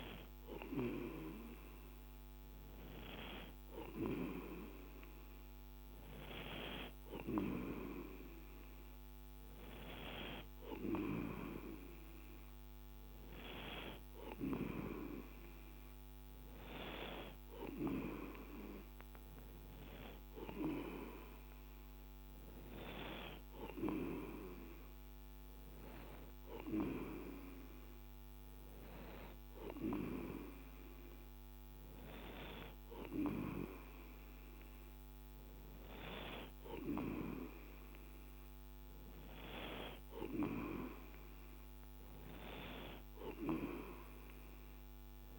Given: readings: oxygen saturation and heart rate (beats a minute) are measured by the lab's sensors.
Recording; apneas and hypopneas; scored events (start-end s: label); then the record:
breathing in sleep by a microphone on the trachea; none
none scored
From the record:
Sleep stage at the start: N2 (light sleep); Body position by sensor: on the right side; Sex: male